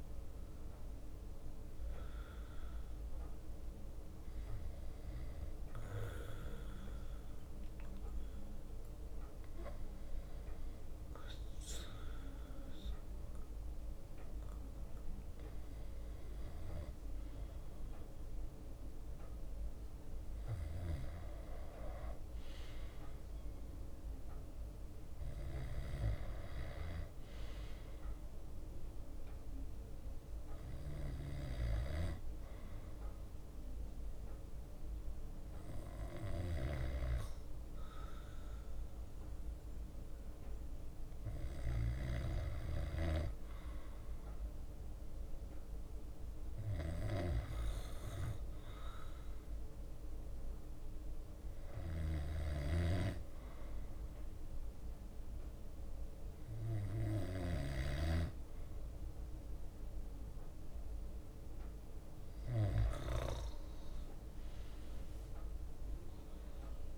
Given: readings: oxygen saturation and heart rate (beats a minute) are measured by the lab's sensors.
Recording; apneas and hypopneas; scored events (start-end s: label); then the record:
breathing in sleep by a room microphone; 2
3.00-24.00 s: bradycardia (device-marked, heart rate 60 before, 58 extreme)
5.00-16.00 s: hypopnea (oxygen 96% before, 93% lowest, heart rate 60 before, 58 extreme, up 1 after)
12.00-28.00 s: drop in pulse transit time (device-marked, heart rate 60 before, 58 extreme)
19.50-23.50 s: arousal
22.00-36.00 s: oxygen desaturation (device-marked, oxygen 97% before, 94% lowest, heart rate 59 before, 59 extreme)
31.00-35.00 s: bradycardia (device-marked, heart rate 60 before, 59 extreme)
43.00-45.00 s: bradycardia (device-marked, heart rate 60 before, 60 extreme)
44.50-48.50 s: arousal
51.00-62.50 s: hypopnea (oxygen 96% before, 93% lowest, heart rate 60 before, 57 extreme, up 7 after)
53.00-55.00 s: bradycardia (device-marked, heart rate 60 before, 60 extreme)
63.50-66.98 s: leg movement (device-marked)
64.50-66.98 s: arousal
From the record:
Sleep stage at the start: N2 (light sleep); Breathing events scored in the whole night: 150 in 4.4 hours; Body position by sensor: on the back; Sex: male